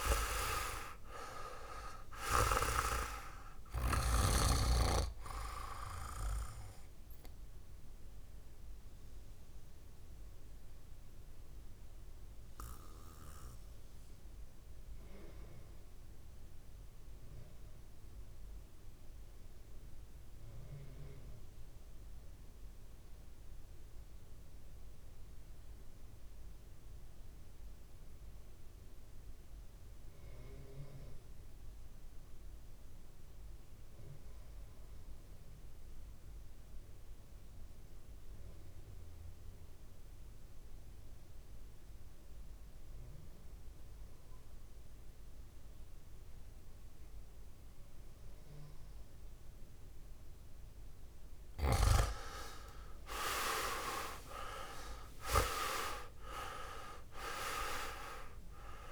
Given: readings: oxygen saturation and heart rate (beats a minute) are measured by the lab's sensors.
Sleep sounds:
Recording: breathing in sleep by a room microphone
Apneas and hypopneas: 1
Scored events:
0.00-1.50 s: arousal
0.00-25.00 s: oxygen desaturation (device-marked, oxygen 84% lowest, heart rate 52 extreme)
7.00-51.00 s: obstructive apnea (oxygen 99% before, 84% lowest, heart rate 58 before, 50 extreme, up 41 after)
38.00-58.92 s: oxygen desaturation (device-marked, oxygen 100% before, 84% lowest, heart rate 54 before, 49 extreme)
52.50-56.50 s: arousal
From the record:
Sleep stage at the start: REM sleep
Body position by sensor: on the back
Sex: male

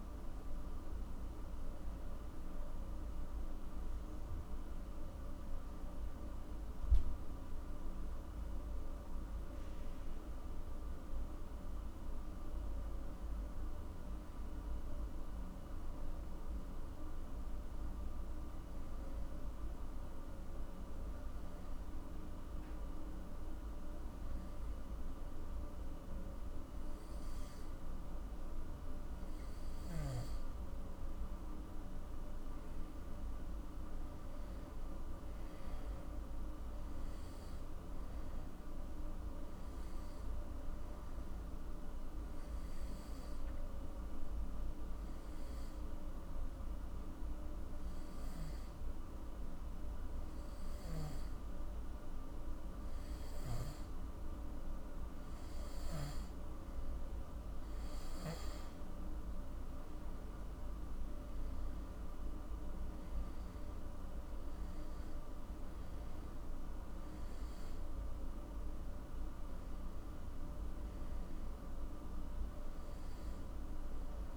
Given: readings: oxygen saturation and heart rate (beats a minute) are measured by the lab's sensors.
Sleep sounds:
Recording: breathing in sleep, hard to hear, by a room microphone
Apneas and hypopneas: 2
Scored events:
3.00-20.00 s: oxygen desaturation (device-marked, oxygen 97% before, 92% lowest, heart rate 59 before, 53 extreme)
17.50-29.00 s: hypopnea (oxygen 97% before, 92% lowest, heart rate 59 before, 53 extreme, up 11 after)
31.50-35.00 s: arousal
43.00-56.50 s: hypopnea (oxygen 97% before, 92% lowest, heart rate 58 before, 53 extreme, up 11 after)
58.50-62.50 s: arousal
61.00-74.00 s: oxygen desaturation (device-marked, oxygen 97% before, 92% lowest, heart rate 59 before, 52 extreme)
From the record:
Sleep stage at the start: N2 (light sleep)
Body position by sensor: on the back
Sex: male

